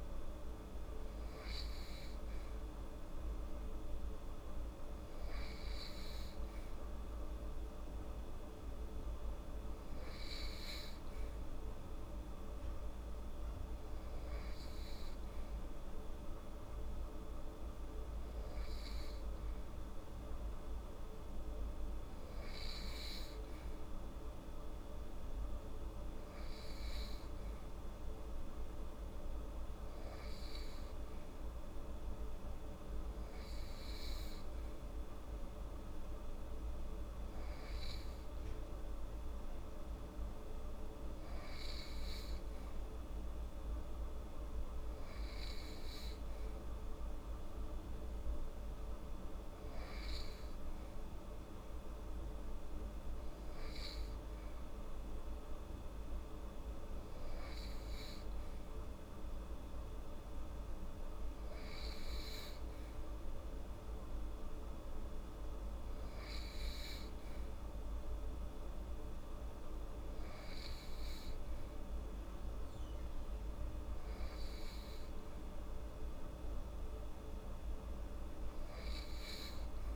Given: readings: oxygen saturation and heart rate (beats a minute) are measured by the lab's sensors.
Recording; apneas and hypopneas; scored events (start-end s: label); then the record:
breathing in sleep, hard to hear, by a room microphone; none
none scored
From the record:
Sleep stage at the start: N2 (light sleep); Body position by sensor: on the right side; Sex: female